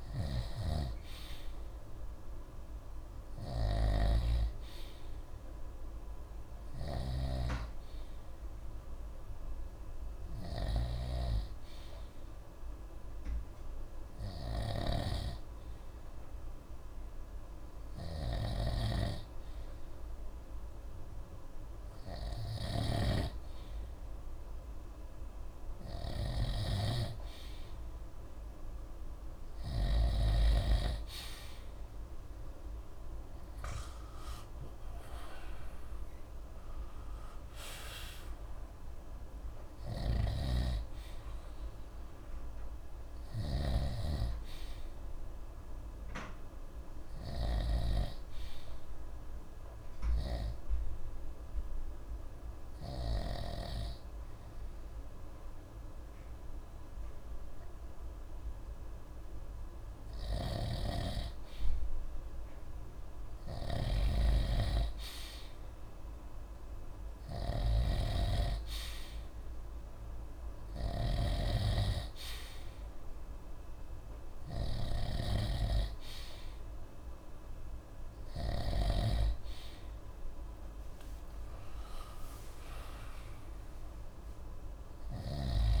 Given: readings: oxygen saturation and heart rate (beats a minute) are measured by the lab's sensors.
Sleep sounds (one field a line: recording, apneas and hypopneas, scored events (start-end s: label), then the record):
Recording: breathing in sleep by a room microphone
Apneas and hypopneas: 2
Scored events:
0.00-30.00 s: snoring (device-marked)
9.50-23.00 s: hypopnea (oxygen 96% before, 91% lowest)
24.50-27.50 s: arousal
25.00-45.00 s: oxygen desaturation (device-marked, oxygen 95% before, 91% lowest)
39.50-53.50 s: snoring (device-marked)
50.50-61.50 s: hypopnea (oxygen 95% before, 92% lowest)
60.00-79.00 s: snoring (device-marked)
63.00-66.50 s: arousal
From the record:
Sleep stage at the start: N2 (light sleep)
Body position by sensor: on the right side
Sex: male